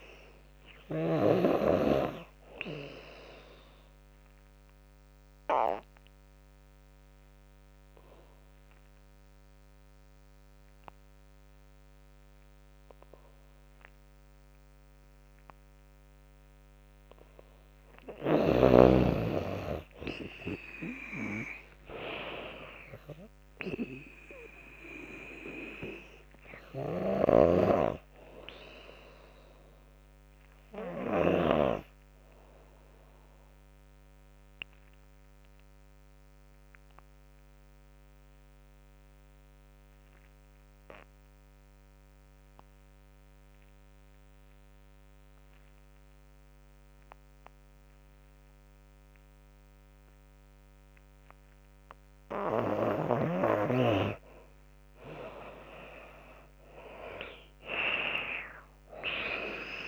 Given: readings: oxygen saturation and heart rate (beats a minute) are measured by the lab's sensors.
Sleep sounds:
breathing in sleep by a microphone on the trachea; 2
0.00-1.00 s: long interval between heartbeats (device-marked, heart rate 105 extreme)
0.00-2.00 s: tachycardia (device-marked, heart rate 113 extreme)
0.00-5.00 s: drop in pulse transit time (device-marked, heart rate 89 extreme)
1.00-13.00 s: oxygen desaturation (device-marked, oxygen 97% before, 93% lowest, heart rate 97 before, 70 extreme)
2.50-4.50 s: long interval between heartbeats (device-marked, heart rate 96 before, 102 extreme)
4.00-17.50 s: obstructive apnea (oxygen 97% before, 88% lowest, heart rate 97 before, 70 extreme, up 30 after)
5.50-7.50 s: long interval between heartbeats (device-marked, heart rate 97 before, 100 extreme)
15.00-17.00 s: long interval between heartbeats (device-marked, heart rate 95 before, 83 extreme)
17.50-19.50 s: long interval between heartbeats (device-marked, heart rate 94 before, 87 extreme)
20.00-24.50 s: arousal
20.00-31.00 s: drop in pulse transit time (device-marked, heart rate 91 before, 94 extreme)
21.50-23.50 s: long interval between heartbeats (device-marked, heart rate 91 before, 98 extreme)
26.00-28.00 s: long interval between heartbeats (device-marked, heart rate 89 before, 97 extreme)
26.00-41.00 s: oxygen desaturation (device-marked, oxygen 98% before, 93% lowest, heart rate 89 before, 74 extreme)
26.50-31.00 s: snoring (device-marked)
27.00-29.00 s: tachycardia (device-marked, heart rate 96 before, 100 extreme)
28.50-30.50 s: long interval between heartbeats (device-marked, heart rate 89 before, 97 extreme)
32.00-34.00 s: long interval between heartbeats (device-marked, heart rate 92 before, 98 extreme)
34.00-50.00 s: obstructive apnea (oxygen 98% before, 88% lowest, heart rate 95 before, 80 extreme, up 15 after)
40.00-42.00 s: long interval between heartbeats (device-marked, heart rate 94 before, 88 extreme)
43.00-45.00 s: long interval between heartbeats (device-marked, heart rate 92 before, 97 extreme)
45.50-47.50 s: long interval between heartbeats (device-marked, heart rate 92 before, 96 extreme)
47.00-51.00 s: tachycardia (device-marked, heart rate 96 before, 109 extreme)
48.50-50.50 s: long interval between heartbeats (device-marked, heart rate 93 before, 97 extreme)
51.50-56.00 s: arousal
52.00-59.88 s: oxygen desaturation (device-marked, oxygen 98% before, 88% lowest, heart rate 93 before, 79 extreme)
54.00-59.88 s: drop in pulse transit time (device-marked, heart rate 94 before, 80 extreme)
From the record:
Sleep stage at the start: N2 (light sleep); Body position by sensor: on the back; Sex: female

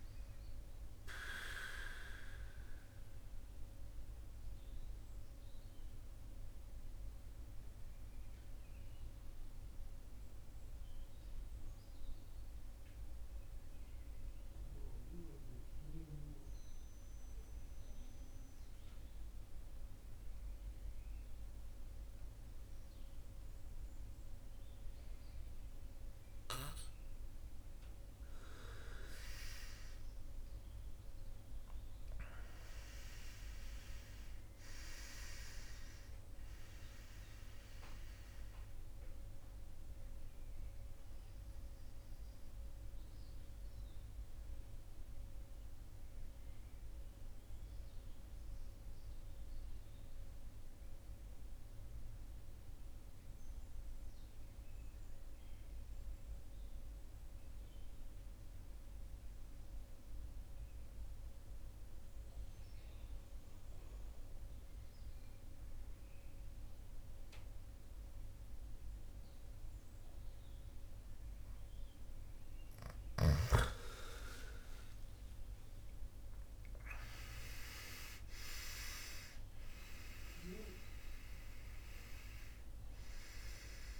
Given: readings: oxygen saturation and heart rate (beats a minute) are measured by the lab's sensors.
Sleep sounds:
breathing in sleep by a room microphone; 2
0.00-20.00 s: oxygen desaturation (device-marked, oxygen 88% lowest)
2.00-26.00 s: obstructive apnea (oxygen 98% before, 87% lowest)
28.00-33.00 s: arousal
36.00-58.00 s: oxygen desaturation (device-marked, oxygen 98% before, 87% lowest)
43.50-72.50 s: mixed apnea (oxygen 99% before, 82% lowest)
65.00-84.00 s: oxygen desaturation (device-marked, oxygen 99% before, 82% lowest)
74.00-78.00 s: arousal
From the record:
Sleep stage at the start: N2 (light sleep); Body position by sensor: on the back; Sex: male

